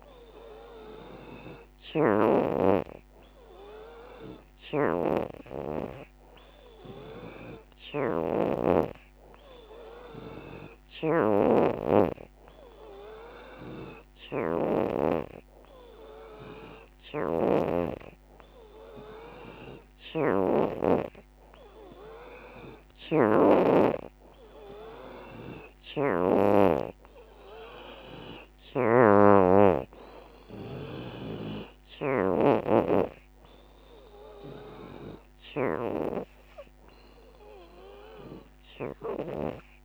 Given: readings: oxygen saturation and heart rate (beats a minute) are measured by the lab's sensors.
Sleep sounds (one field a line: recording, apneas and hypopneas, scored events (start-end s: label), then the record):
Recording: breathing in sleep by a microphone on the trachea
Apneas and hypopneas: none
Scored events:
29.50-39.85 s: drop in pulse transit time (device-marked, heart rate 88 before, 89 extreme)
From the record:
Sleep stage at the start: N3 (deep sleep)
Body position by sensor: on the back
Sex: female